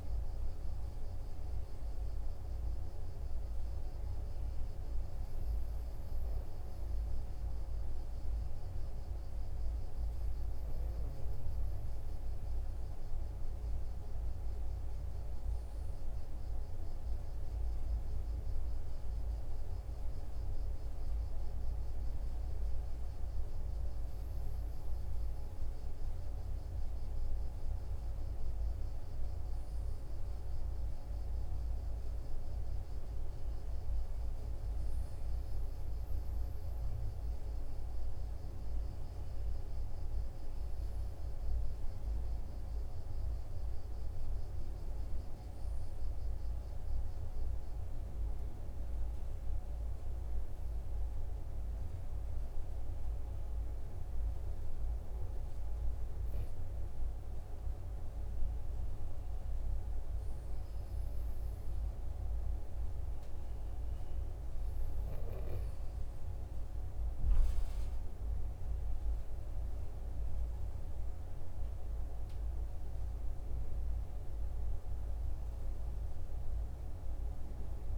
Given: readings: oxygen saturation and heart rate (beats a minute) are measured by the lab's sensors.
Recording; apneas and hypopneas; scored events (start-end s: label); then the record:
breathing in sleep, hard to hear, by a room microphone; none
39.50-77.98 s: new sleep stage, N2 (light sleep)
From the record:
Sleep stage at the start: N1 (lightest sleep); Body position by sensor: on the right side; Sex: male